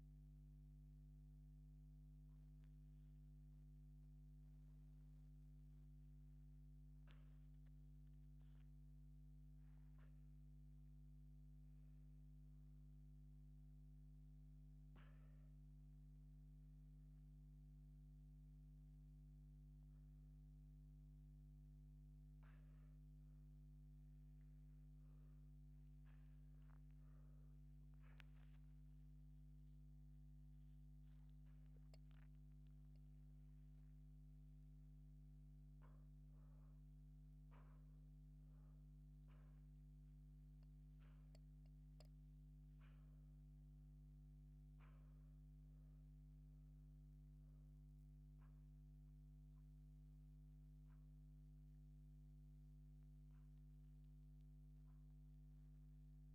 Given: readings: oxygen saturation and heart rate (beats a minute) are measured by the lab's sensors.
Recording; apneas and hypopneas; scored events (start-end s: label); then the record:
a person awake in a sleep study, hard to hear, by a microphone on the trachea; none
7.50-26.50 s: oxygen desaturation (device-marked, oxygen 94% before, 90% lowest, heart rate 76 before, 92 extreme)
From the record:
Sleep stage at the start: awake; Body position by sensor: upright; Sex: female